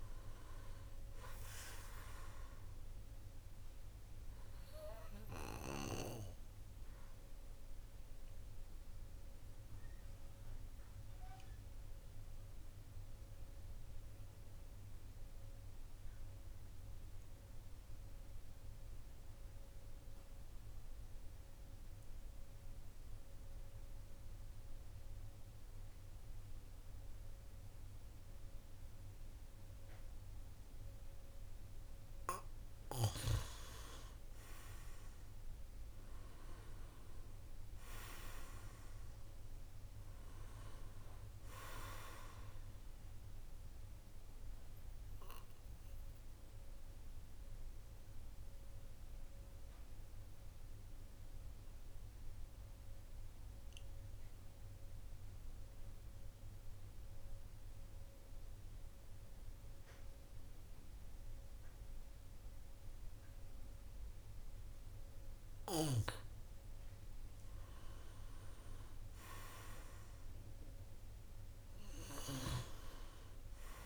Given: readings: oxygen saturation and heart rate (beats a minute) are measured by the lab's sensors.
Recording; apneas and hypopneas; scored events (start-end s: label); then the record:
breathing in sleep by a room microphone; 2
0.00-17.00 s: oxygen desaturation (device-marked, oxygen 93% lowest, heart rate 49 extreme)
6.50-31.00 s: obstructive apnea (oxygen 99% before, 89% lowest, heart rate 53 before, 46 extreme, up 7 after)
26.00-59.00 s: oxygen desaturation (device-marked, oxygen 98% before, 89% lowest, heart rate 50 before, 46 extreme)
32.50-37.00 s: arousal
43.50-65.50 s: obstructive apnea (oxygen 98% before, 89% lowest, heart rate 53 before, 46 extreme, up 6 after)
67.00-70.50 s: arousal
72.00-73.86 s: oxygen desaturation (device-marked, oxygen 98% before, 92% lowest, heart rate 51 before, 47 extreme)
From the record:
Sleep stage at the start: N2 (light sleep); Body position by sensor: on the back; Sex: male